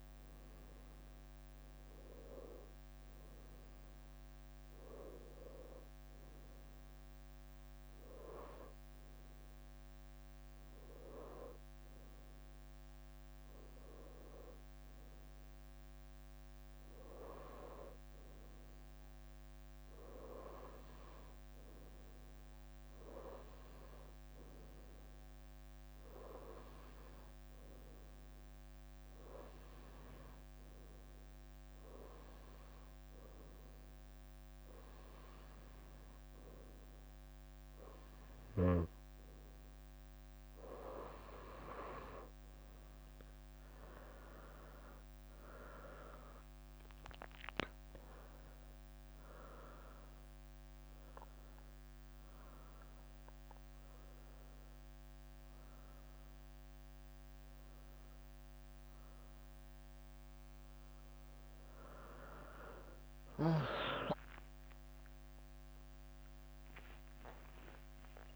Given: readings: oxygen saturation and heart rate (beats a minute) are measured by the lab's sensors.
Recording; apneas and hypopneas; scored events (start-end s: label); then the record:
breathing in sleep by a microphone on the trachea; none
1.50-4.00 s: leg movement (device-marked)
4.50-6.50 s: leg movement (device-marked)
20.00-21.50 s: leg movement (device-marked)
32.50-34.50 s: leg movement (device-marked)
60.50-68.35 s: tachycardia (device-marked, heart rate 73 before, 163 extreme)
61.50-68.35 s: leg movement (device-marked)
62.50-67.50 s: arousal
64.50-66.50 s: long interval between heartbeats (device-marked, heart rate 78 before, 114 extreme)
From the record:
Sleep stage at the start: N2 (light sleep); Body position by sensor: on the right side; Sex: female